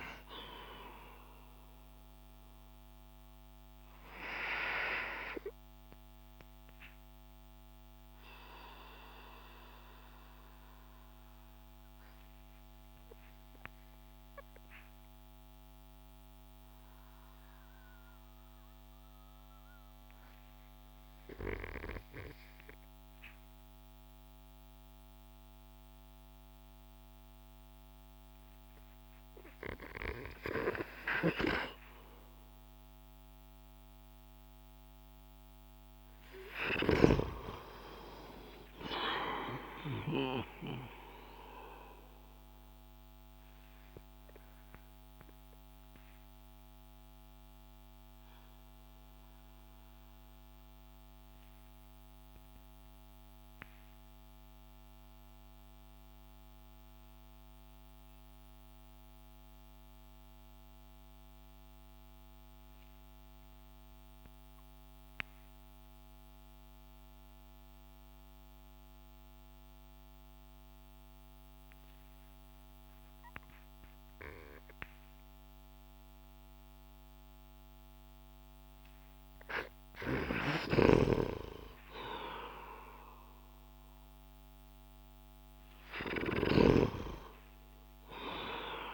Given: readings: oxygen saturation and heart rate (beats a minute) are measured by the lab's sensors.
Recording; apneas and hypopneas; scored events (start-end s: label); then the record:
breathing in sleep by a microphone on the trachea; 2
0.00-2.50 s: arousal
5.50-33.50 s: obstructive apnea (oxygen 97% before, 93% lowest)
30.50-39.50 s: snoring (device-marked)
36.00-40.00 s: arousal
42.50-75.50 s: obstructive apnea (oxygen 96% before, 92% lowest)
80.00-86.00 s: snoring (device-marked)
80.50-86.00 s: arousal
From the record:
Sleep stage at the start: N2 (light sleep); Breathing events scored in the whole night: 253 in 7.0 hours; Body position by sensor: on the back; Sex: male